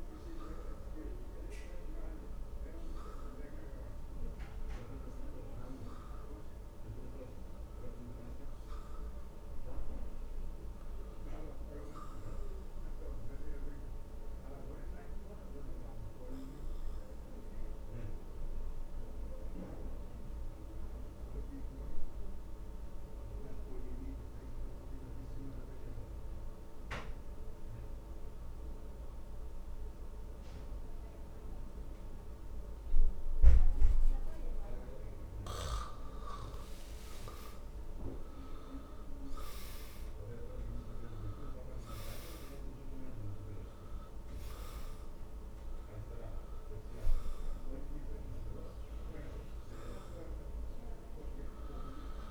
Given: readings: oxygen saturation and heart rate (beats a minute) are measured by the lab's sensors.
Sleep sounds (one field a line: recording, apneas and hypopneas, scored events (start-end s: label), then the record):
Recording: breathing in sleep by a room microphone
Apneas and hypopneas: 1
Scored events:
0.00-20.50 s: oxygen desaturation (device-marked, oxygen 79% lowest, heart rate 56 extreme)
3.00-36.50 s: obstructive apnea (oxygen 96% before, 79% lowest, heart rate 69 before, 53 extreme, up 10 after)
37.00-41.00 s: arousal
44.50-52.31 s: oxygen desaturation (device-marked, oxygen 98% before, 86% lowest, heart rate 62 before, 53 extreme)
From the record:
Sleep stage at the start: N2 (light sleep)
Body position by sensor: on the back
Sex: male